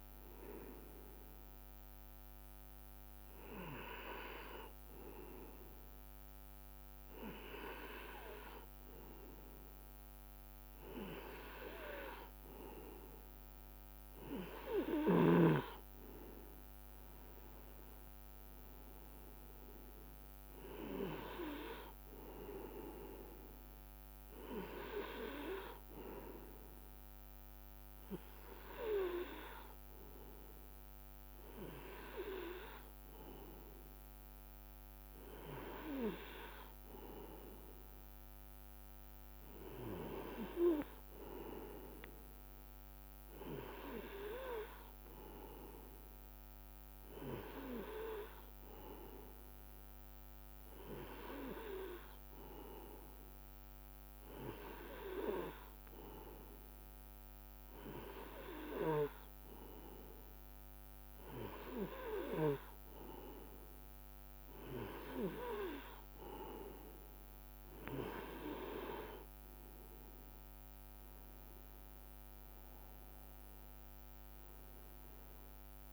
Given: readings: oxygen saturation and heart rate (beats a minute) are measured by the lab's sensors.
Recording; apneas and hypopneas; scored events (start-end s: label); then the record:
breathing in sleep by a microphone on the trachea; none
none scored
From the record:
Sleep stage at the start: N2 (light sleep); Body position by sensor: on the right side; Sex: male